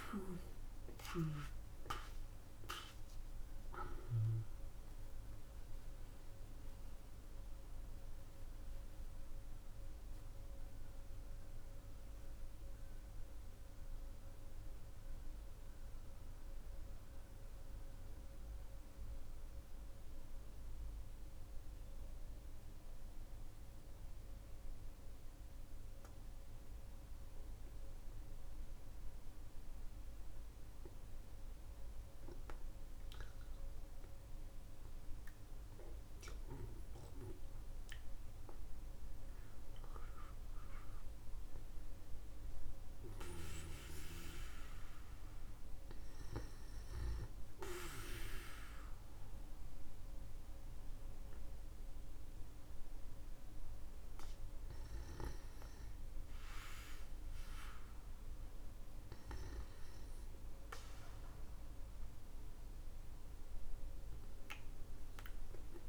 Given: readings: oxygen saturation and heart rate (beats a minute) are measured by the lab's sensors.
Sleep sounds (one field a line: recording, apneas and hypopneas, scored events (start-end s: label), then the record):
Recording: breathing in sleep by a room microphone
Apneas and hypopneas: 1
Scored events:
0.00-1.50 s: arousal
5.00-9.00 s: oxygen desaturation (device-marked, oxygen 99% before, 95% lowest, heart rate 60 before, 51 extreme)
19.00-40.00 s: hypopnea (oxygen 99% before, 95% lowest, heart rate 63 before, 52 extreme, up 10 after)
41.50-44.50 s: arousal
53.00-65.89 s: oxygen desaturation (device-marked, oxygen 98% before, 95% lowest, heart rate 62 before, 46 extreme)
From the record:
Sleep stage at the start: N2 (light sleep)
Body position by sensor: on the back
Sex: male